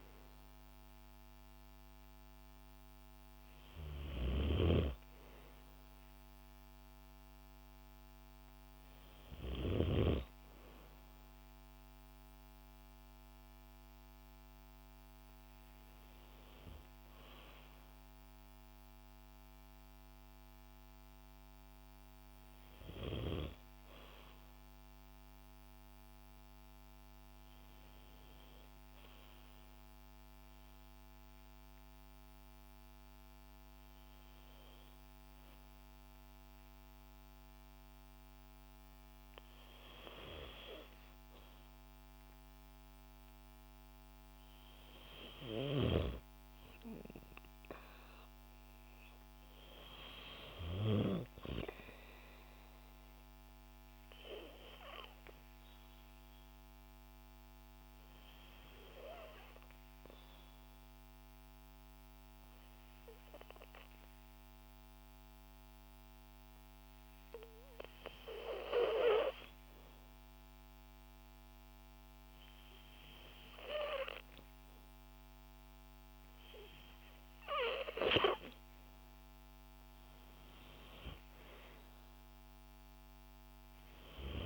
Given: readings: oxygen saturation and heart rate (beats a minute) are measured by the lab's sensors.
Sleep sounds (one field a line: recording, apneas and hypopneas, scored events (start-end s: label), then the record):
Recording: breathing in sleep by a microphone on the trachea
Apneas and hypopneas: 2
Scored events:
30.00-41.00 s: hypopnea (oxygen 97% before, 91% lowest, heart rate 55 before, 54 extreme, up 2 after)
43.50-47.50 s: arousal
53.50-69.50 s: hypopnea (oxygen 97% before, 91% lowest, heart rate 56 before, 54 extreme, up 3 after)
75.00-79.00 s: arousal
75.00-84.46 s: oxygen desaturation (device-marked, oxygen 95% before, 91% lowest, heart rate 56 before, 56 extreme)
From the record:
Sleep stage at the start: N2 (light sleep)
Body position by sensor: on the back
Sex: female